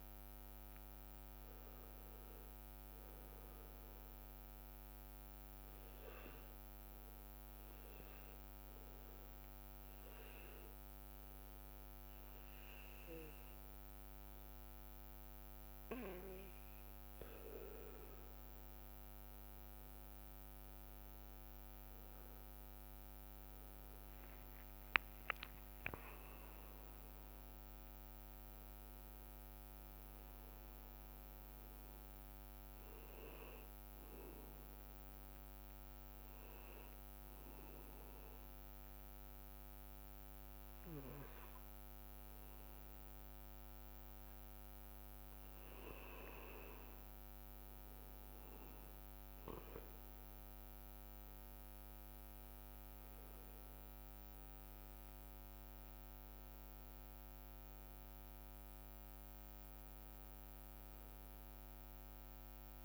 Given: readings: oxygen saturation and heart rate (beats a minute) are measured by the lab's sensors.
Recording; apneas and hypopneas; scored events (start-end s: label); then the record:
breathing in sleep, hard to hear, by a microphone on the trachea; 2
0.00-9.00 s: oxygen desaturation (device-marked, oxygen 94% lowest)
5.50-18.50 s: obstructive apnea (oxygen 98% before, 94% lowest)
20.00-24.50 s: arousal
25.00-44.00 s: oxygen desaturation (device-marked, oxygen 99% before, 94% lowest)
37.00-47.00 s: obstructive apnea (oxygen 100% before, 94% lowest)
53.00-59.00 s: arousal
From the record:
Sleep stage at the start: N2 (light sleep); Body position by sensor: on the back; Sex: male